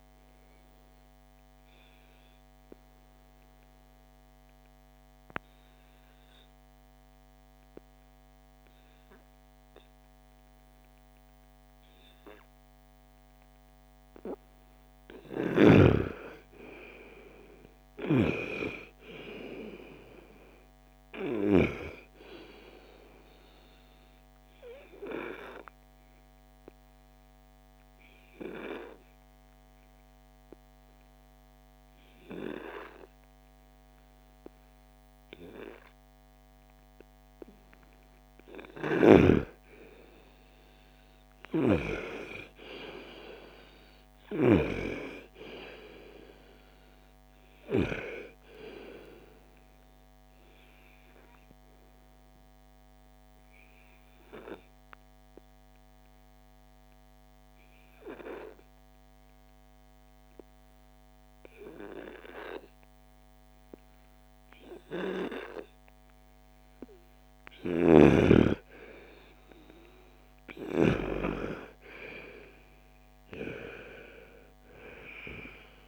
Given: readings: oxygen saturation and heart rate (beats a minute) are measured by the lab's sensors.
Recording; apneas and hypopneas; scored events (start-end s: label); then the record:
breathing in sleep by a microphone on the trachea; 3
0.00-12.00 s: oxygen desaturation (device-marked, oxygen 90% lowest, heart rate 45 extreme)
0.50-14.00 s: obstructive apnea (oxygen 97% before, 89% lowest, heart rate 58 before, 36 extreme, up 8 after)
16.50-21.00 s: arousal
24.00-36.00 s: oxygen desaturation (device-marked, oxygen 98% before, 89% lowest, heart rate 60 before, 36 extreme)
25.50-38.50 s: obstructive apnea (oxygen 98% before, 89% lowest, heart rate 61 before, 36 extreme, up 13 after)
40.00-44.50 s: arousal
46.00-59.00 s: oxygen desaturation (device-marked, oxygen 98% before, 91% lowest, heart rate 48 before, 39 extreme)
52.00-67.50 s: obstructive apnea (oxygen 98% before, 90% lowest, heart rate 48 before, 39 extreme, up 0 after)
68.50-72.00 s: arousal
71.00-75.88 s: oxygen desaturation (device-marked, oxygen 98% before, 90% lowest, heart rate 54 before, 49 extreme)
From the record:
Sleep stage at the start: N2 (light sleep); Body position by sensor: on the right side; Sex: female